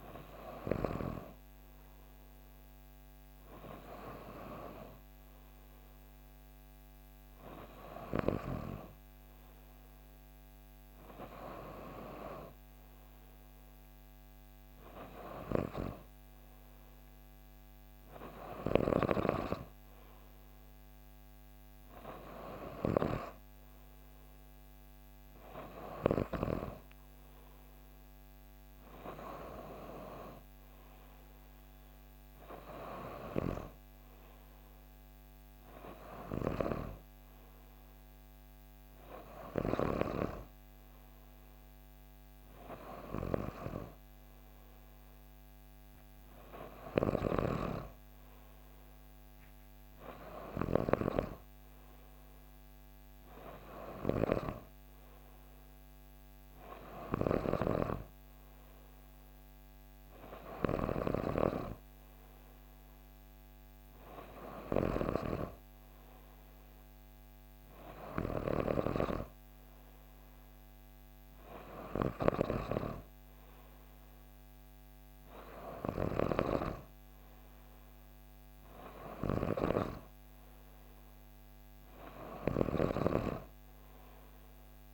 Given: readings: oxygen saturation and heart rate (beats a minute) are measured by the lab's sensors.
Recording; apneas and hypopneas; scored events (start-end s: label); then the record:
breathing in sleep by a microphone on the trachea; none
45.00-84.94 s: new sleep stage, N3 (deep sleep)
From the record:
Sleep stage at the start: N2 (light sleep); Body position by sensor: on the back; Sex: female